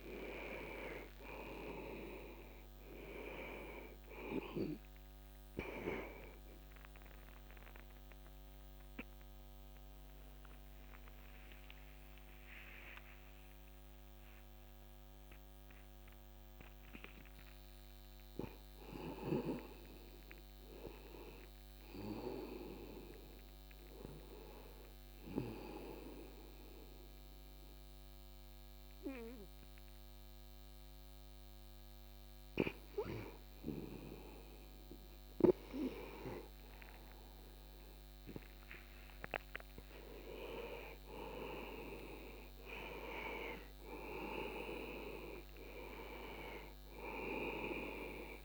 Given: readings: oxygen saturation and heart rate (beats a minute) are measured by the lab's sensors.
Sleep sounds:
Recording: breathing in sleep by a microphone on the trachea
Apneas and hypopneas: 1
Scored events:
1.50-20.50 s: oxygen desaturation (device-marked, oxygen 96% before, 92% lowest)
13.00-18.50 s: arousal
23.50-37.50 s: hypopnea (oxygen 96% before, 92% lowest, heart rate 47 before, 33 extreme, up 0 after)
38.50-42.00 s: arousal
From the record:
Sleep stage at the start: N2 (light sleep)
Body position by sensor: on the back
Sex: male

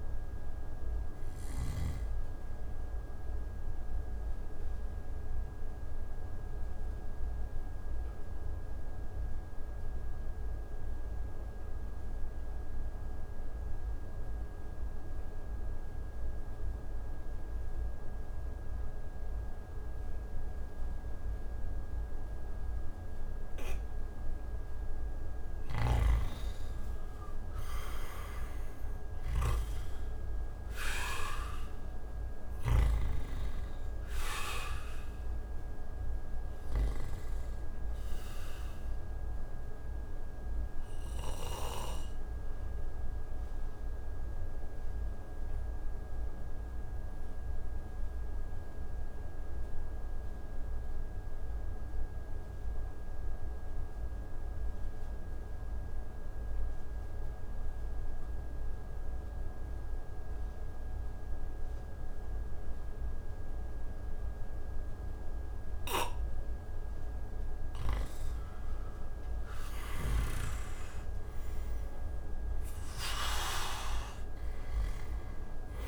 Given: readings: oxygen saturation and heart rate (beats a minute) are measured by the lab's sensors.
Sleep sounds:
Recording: breathing in sleep by a room microphone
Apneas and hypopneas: 2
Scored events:
0.00-17.00 s: oxygen desaturation (device-marked, oxygen 86% lowest)
2.50-24.50 s: obstructive apnea (oxygen 98% before, 84% lowest)
25.50-33.00 s: snoring (device-marked)
28.50-32.00 s: arousal
29.00-58.00 s: oxygen desaturation (device-marked, oxygen 97% before, 84% lowest)
38.00-67.00 s: obstructive apnea (oxygen 97% before, 83% lowest)
68.50-71.50 s: arousal
70.00-75.88 s: oxygen desaturation (device-marked, oxygen 97% before, 83% lowest)
From the record:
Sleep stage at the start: N2 (light sleep)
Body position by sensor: on the back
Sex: male

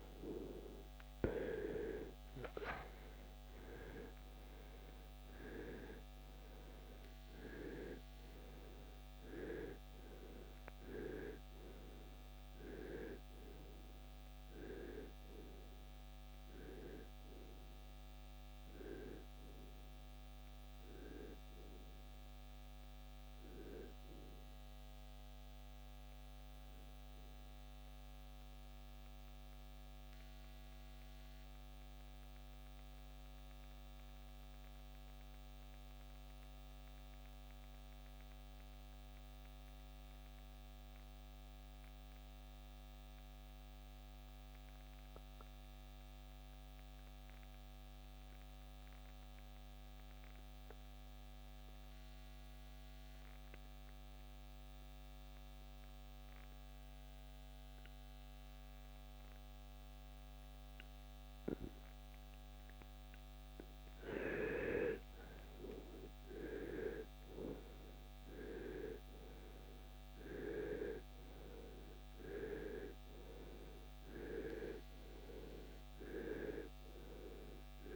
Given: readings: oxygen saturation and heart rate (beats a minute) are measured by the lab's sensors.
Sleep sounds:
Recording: breathing in sleep by a microphone on the trachea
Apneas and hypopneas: 1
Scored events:
6.50-51.50 s: oxygen desaturation (device-marked, oxygen 97% before, 81% lowest, heart rate 61 before, 44 extreme)
27.50-62.50 s: mixed apnea (oxygen 97% before, 81% lowest, heart rate 75 before, 44 extreme, up 22 after)
38.50-77.96 s: new sleep stage, N2 (light sleep)
63.50-68.00 s: arousal
From the record:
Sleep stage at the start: REM sleep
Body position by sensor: on the right side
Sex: male

